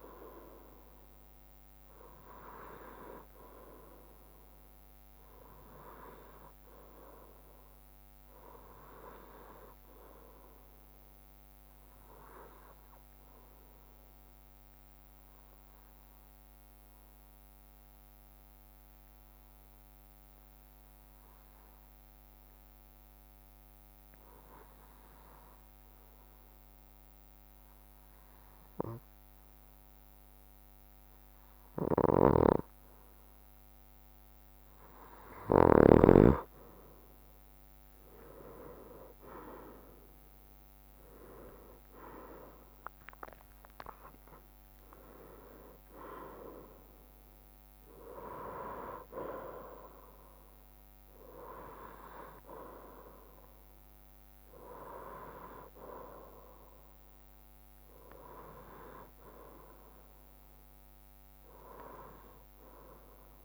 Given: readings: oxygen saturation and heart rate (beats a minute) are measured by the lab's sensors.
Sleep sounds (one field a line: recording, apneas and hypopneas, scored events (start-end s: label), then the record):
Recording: breathing in sleep by a microphone on the trachea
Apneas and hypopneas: 1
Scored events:
12.50-30.50 s: obstructive apnea (oxygen 96% before, 94% lowest, heart rate 63 before, 60 extreme, up 1 after)
31.00-35.50 s: snoring (device-marked)
38.00-41.50 s: arousal
38.50-51.50 s: drop in pulse transit time (device-marked, heart rate 63 before, 63 extreme)
From the record:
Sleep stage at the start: N2 (light sleep)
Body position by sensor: on the right side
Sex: male